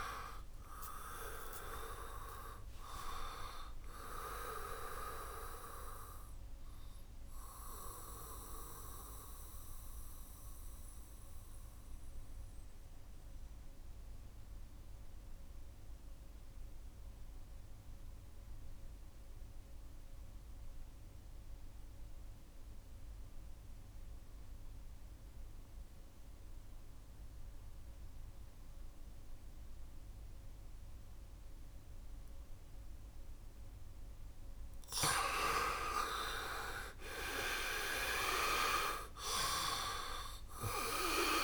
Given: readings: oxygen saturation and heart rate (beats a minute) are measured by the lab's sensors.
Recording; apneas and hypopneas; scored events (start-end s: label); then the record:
breathing in sleep by a room microphone; 1
0.00-26.00 s: oxygen desaturation (device-marked, oxygen 80% lowest, heart rate 63 extreme)
5.00-33.00 s: mixed apnea (oxygen 99% before, 78% lowest, heart rate 71 before, 63 extreme, up 7 after)
35.50-39.00 s: arousal
36.00-41.43 s: oxygen desaturation (device-marked, oxygen 98% before, 78% lowest, heart rate 69 before, 64 extreme)
From the record:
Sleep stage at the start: N2 (light sleep); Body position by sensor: on the back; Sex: male